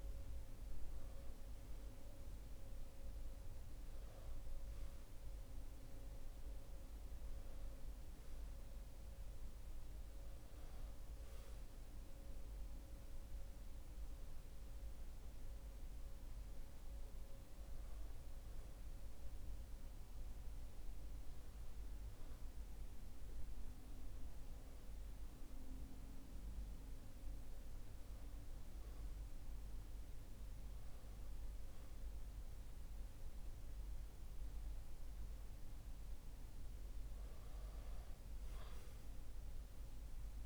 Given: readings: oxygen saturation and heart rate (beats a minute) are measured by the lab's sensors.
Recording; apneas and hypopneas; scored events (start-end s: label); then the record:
a person awake in a sleep study, hard to hear, by a room microphone; none
none scored
From the record:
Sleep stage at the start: awake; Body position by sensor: on the back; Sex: male